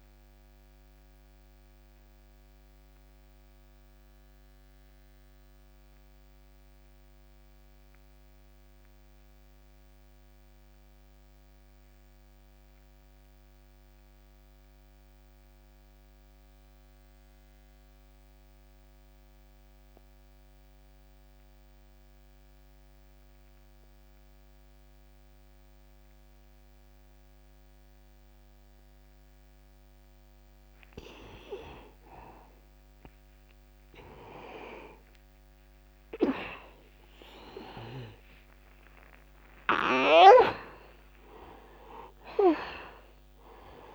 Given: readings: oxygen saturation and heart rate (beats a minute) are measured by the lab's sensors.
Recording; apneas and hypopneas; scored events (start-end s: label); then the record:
breathing in sleep by a microphone on the trachea; 1
0.00-3.00 s: oxygen desaturation (device-marked, oxygen 87% lowest, heart rate 61 extreme)
1.50-31.00 s: mixed apnea (oxygen 97% before, 83% lowest, heart rate 64 before, 61 extreme, up 0 after)
33.50-37.50 s: arousal
37.00-43.95 s: oxygen desaturation (device-marked, oxygen 97% before, 83% lowest, heart rate 61 before, 63 extreme)
From the record:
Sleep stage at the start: N2 (light sleep); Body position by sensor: on the back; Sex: male